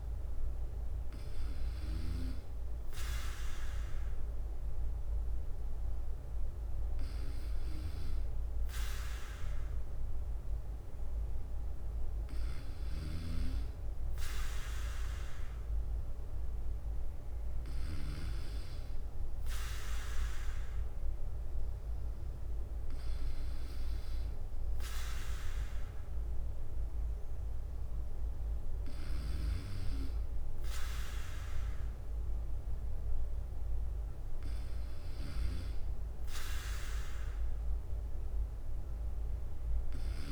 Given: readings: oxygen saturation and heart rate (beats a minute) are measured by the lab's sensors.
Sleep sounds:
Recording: breathing in sleep by a room microphone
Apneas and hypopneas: none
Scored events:
0.00-15.50 s: bradycardia (device-marked, heart rate 56 extreme)
22.50-36.50 s: bradycardia (device-marked, heart rate 58 before, 57 extreme)
From the record:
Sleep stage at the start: N2 (light sleep)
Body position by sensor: on the back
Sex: male

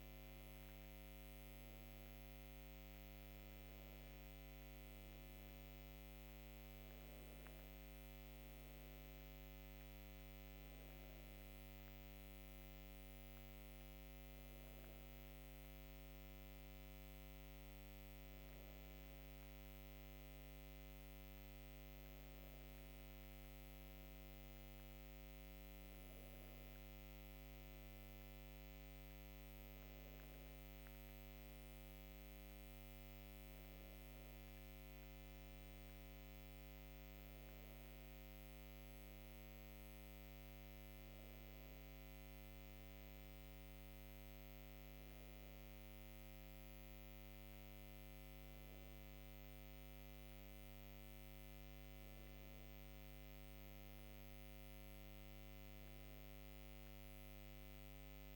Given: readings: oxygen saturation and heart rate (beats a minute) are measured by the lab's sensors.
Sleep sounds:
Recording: a person partly awake in a sleep study, hard to hear, by a microphone on the trachea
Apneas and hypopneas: none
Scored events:
9.00-58.36 s: new sleep stage, N1 (lightest sleep)
From the record:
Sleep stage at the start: awake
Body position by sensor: on the right side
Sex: female

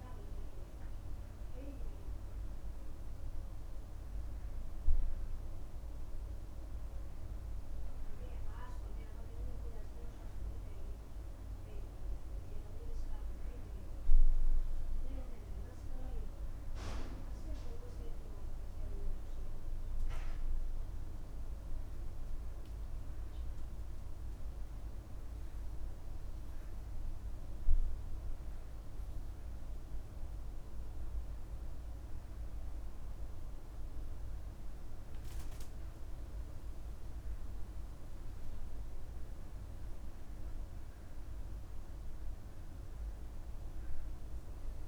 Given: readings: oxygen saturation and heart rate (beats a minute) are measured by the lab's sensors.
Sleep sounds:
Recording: breathing in sleep, hard to hear, by a room microphone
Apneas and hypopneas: none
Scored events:
none scored
From the record:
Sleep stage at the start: N2 (light sleep)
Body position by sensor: on the back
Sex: male

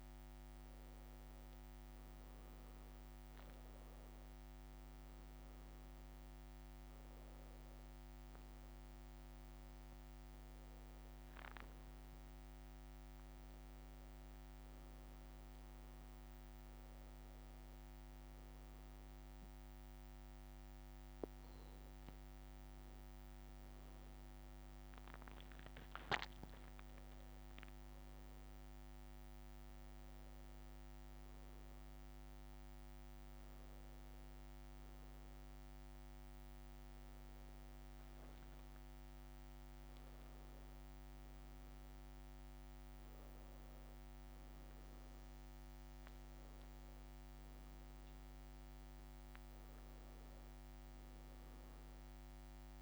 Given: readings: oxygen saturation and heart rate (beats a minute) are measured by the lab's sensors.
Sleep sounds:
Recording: breathing in sleep, hard to hear, by a microphone on the trachea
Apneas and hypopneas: none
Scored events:
0.00-2.50 s: arousal
From the record:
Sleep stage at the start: N2 (light sleep)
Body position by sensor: on the back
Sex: male

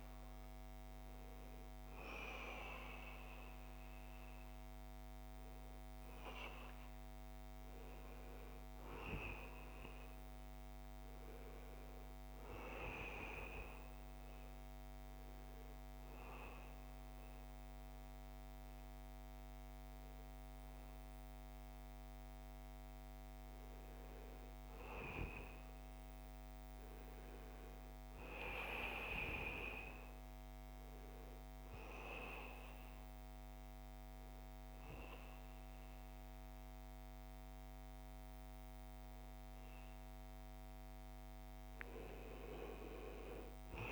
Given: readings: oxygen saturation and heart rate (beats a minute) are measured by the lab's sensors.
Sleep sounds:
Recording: breathing in sleep by a microphone on the trachea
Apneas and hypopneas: none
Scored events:
none scored
From the record:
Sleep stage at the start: N1 (lightest sleep)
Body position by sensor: on the back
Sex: male

